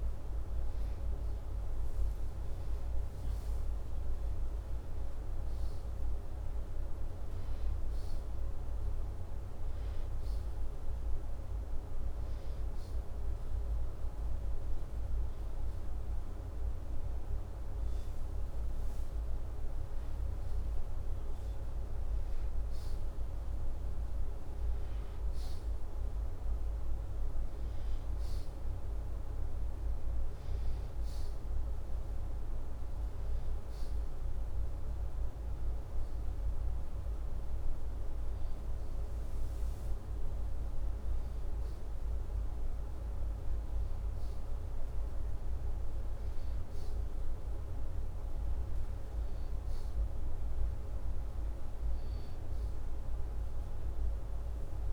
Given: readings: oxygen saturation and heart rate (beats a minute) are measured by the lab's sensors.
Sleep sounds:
breathing in sleep, hard to hear, by a room microphone; none
42.50-46.50 s: arousal
From the record:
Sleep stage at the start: N2 (light sleep); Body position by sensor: upright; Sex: male

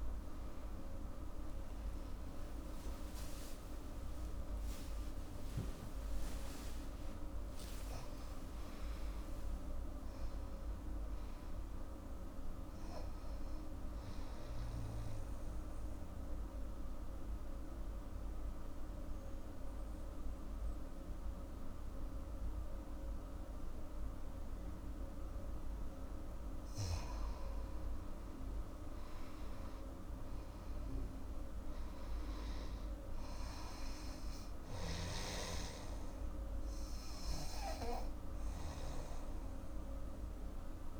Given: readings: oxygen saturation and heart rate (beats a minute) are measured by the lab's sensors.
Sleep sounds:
breathing in sleep, hard to hear, by a room microphone; 1
0.00-23.00 s: oxygen desaturation (device-marked, oxygen 85% lowest, heart rate 64 extreme)
1.00-6.50 s: arousal
3.00-5.00 s: long interval between heartbeats (device-marked, heart rate 80 before, 91 extreme)
7.50-9.50 s: long interval between heartbeats (device-marked, heart rate 83 before, 108 extreme)
14.50-26.00 s: obstructive apnea (oxygen 98% before, 86% lowest, heart rate 93 before, 64 extreme, up 17 after)
27.50-32.00 s: arousal
30.00-41.00 s: oxygen desaturation (device-marked, oxygen 100% before, 86% lowest, heart rate 80 before, 64 extreme)
From the record:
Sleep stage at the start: N2 (light sleep); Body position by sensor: on the back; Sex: female

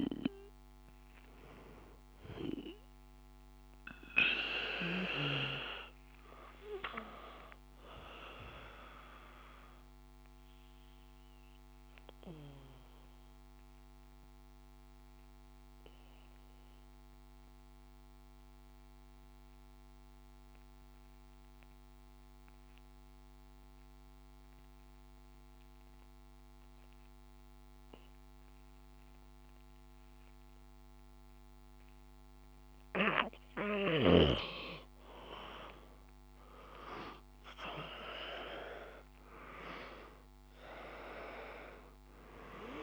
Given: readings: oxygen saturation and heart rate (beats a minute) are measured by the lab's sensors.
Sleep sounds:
breathing in sleep by a microphone on the trachea; 1
0.00-20.00 s: oxygen desaturation (device-marked, oxygen 87% lowest, heart rate 54 extreme)
8.50-33.00 s: mixed apnea (oxygen 97% before, 87% lowest, heart rate 57 before, 55 extreme, up 3 after)
35.50-39.00 s: arousal
37.00-42.83 s: oxygen desaturation (device-marked, oxygen 97% before, 87% lowest, heart rate 56 before, 52 extreme)
From the record:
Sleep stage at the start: N2 (light sleep); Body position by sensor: on the back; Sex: male

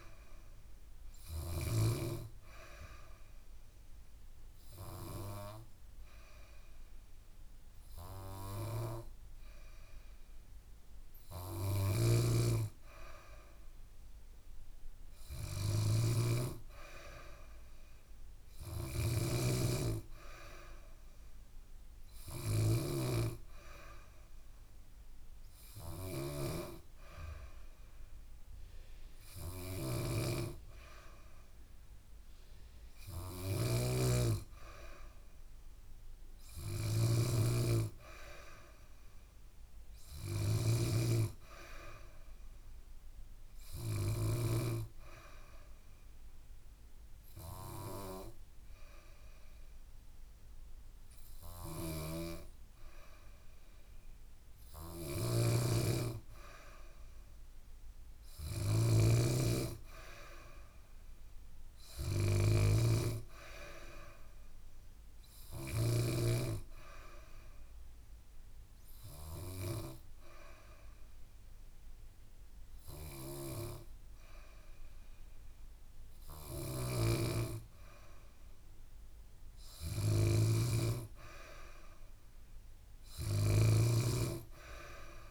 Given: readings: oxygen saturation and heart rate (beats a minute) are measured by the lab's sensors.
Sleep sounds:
breathing in sleep by a room microphone; 3
0.00-1.50 s: snoring (device-marked)
2.00-12.00 s: obstructive apnea (oxygen 96% before, 93% lowest, heart rate 69 before, 67 extreme, up 3 after)
11.50-44.00 s: snoring (device-marked)
14.50-18.00 s: arousal
20.50-34.50 s: oxygen desaturation (device-marked, oxygen 96% before, 93% lowest, heart rate 69 before, 68 extreme)
43.50-54.50 s: obstructive apnea (oxygen 96% before, 93% lowest, heart rate 70 before, 68 extreme, up 2 after)
51.00-65.50 s: snoring (device-marked)
57.50-60.50 s: arousal
66.50-77.50 s: obstructive apnea (oxygen 96% before, 93% lowest, heart rate 70 before, 68 extreme, up 0 after)
76.50-85.31 s: snoring (device-marked)
80.00-84.00 s: arousal
From the record:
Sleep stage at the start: N2 (light sleep); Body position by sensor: on the back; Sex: female

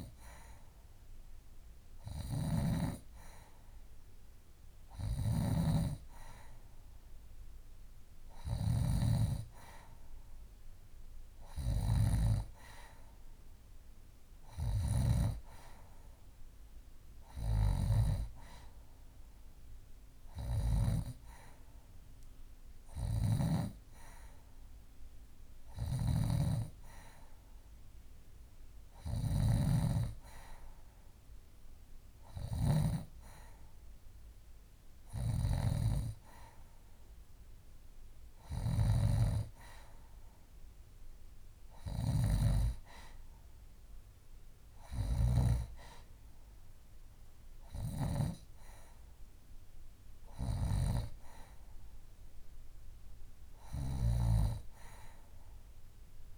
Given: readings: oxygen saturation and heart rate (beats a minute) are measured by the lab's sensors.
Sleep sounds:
breathing in sleep by a room microphone; none
none scored
From the record:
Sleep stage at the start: N2 (light sleep); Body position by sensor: on the left side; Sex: female

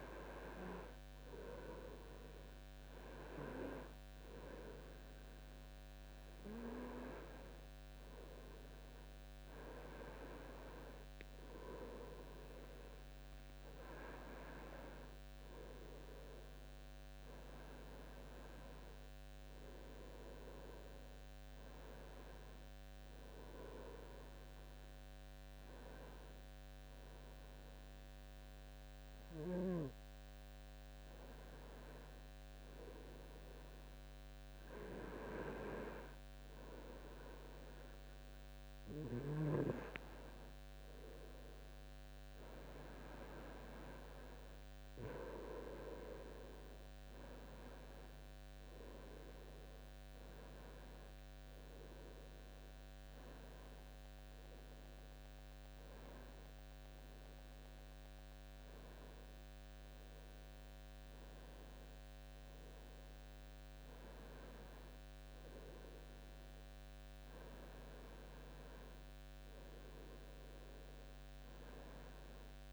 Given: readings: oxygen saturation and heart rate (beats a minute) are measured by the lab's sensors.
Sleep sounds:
breathing in sleep by a microphone on the trachea; none
none scored
From the record:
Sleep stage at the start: N2 (light sleep); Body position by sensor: on the right side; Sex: male

